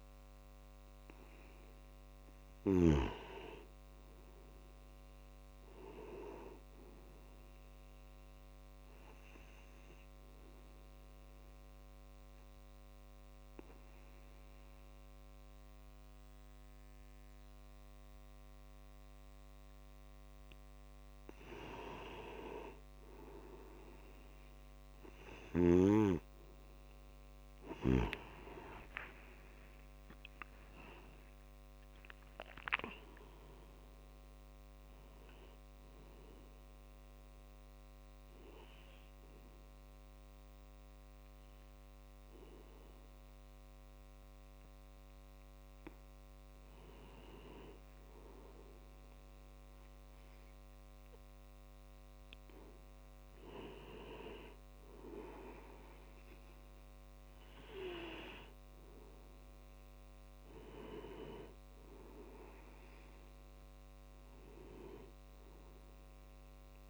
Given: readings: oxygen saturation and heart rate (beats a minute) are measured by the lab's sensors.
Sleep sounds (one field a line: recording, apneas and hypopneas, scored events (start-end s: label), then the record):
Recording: breathing in sleep by a microphone on the trachea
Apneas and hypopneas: 2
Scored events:
11.00-21.00 s: obstructive apnea (oxygen 95% before, 92% lowest, heart rate 60 before, 53 extreme, up 10 after)
27.00-31.50 s: arousal
30.00-49.00 s: oxygen desaturation (device-marked, oxygen 96% before, 92% lowest, heart rate 59 before, 53 extreme)
36.50-46.50 s: hypopnea (oxygen 96% before, 92% lowest, heart rate 66 before, 53 extreme, up 36 after)
51.50-55.50 s: arousal
From the record:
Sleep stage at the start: N2 (light sleep)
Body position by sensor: on the back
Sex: male